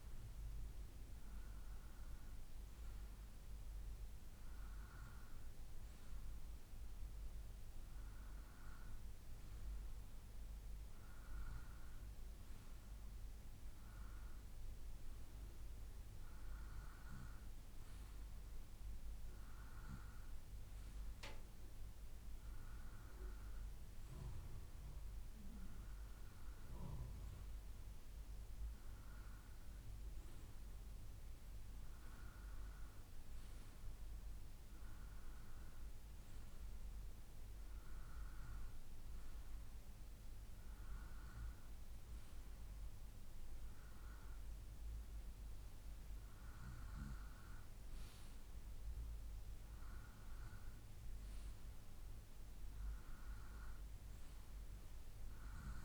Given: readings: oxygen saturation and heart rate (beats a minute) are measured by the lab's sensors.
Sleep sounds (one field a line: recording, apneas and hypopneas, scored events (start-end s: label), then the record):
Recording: breathing in sleep, hard to hear, by a room microphone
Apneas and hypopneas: none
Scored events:
none scored
From the record:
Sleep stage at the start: N2 (light sleep)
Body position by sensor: on the right side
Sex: male